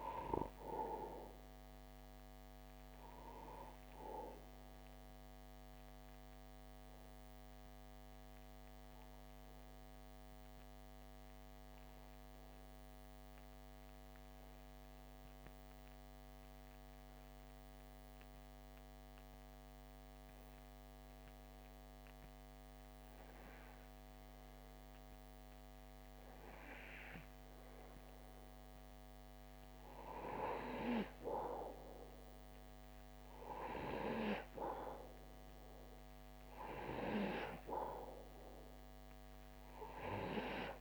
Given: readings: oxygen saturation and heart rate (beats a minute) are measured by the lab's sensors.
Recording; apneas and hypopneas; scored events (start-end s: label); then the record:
breathing in sleep by a microphone on the trachea; 1
0.00-15.00 s: oxygen desaturation (device-marked, oxygen 91% lowest)
4.00-27.00 s: obstructive apnea (oxygen 95% before, 91% lowest)
30.00-33.50 s: arousal
From the record:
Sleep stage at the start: N2 (light sleep); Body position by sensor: on the back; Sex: male